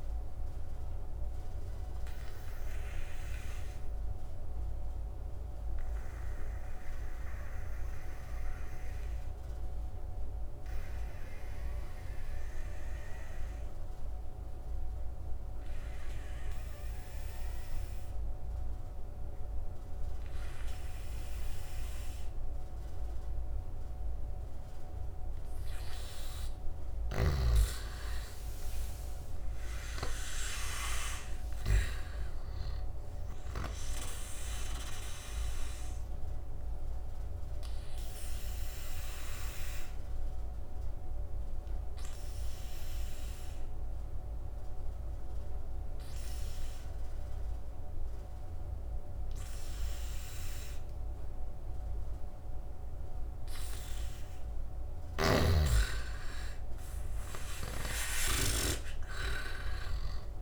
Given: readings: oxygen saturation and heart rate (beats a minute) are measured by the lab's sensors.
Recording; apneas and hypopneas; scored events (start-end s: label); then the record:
breathing in sleep by a room microphone; 2
0.00-9.00 s: oxygen desaturation (device-marked, oxygen 91% lowest, heart rate 71 extreme)
1.50-25.00 s: obstructive apnea (oxygen 99% before, 90% lowest, heart rate 80 before, 71 extreme, up 10 after)
26.50-31.50 s: snoring (device-marked)
27.50-31.50 s: arousal
31.00-38.00 s: oxygen desaturation (device-marked, oxygen 99% before, 93% lowest, heart rate 74 before, 74 extreme)
35.00-52.50 s: obstructive apnea (oxygen 99% before, 87% lowest, heart rate 75 before, 73 extreme, up 6 after)
55.00-58.50 s: arousal
56.00-60.42 s: oxygen desaturation (device-marked, oxygen 98% before, 92% lowest, heart rate 77 before, 70 extreme)
57.00-60.42 s: snoring (device-marked)
From the record:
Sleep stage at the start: N2 (light sleep); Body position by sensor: on the back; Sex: male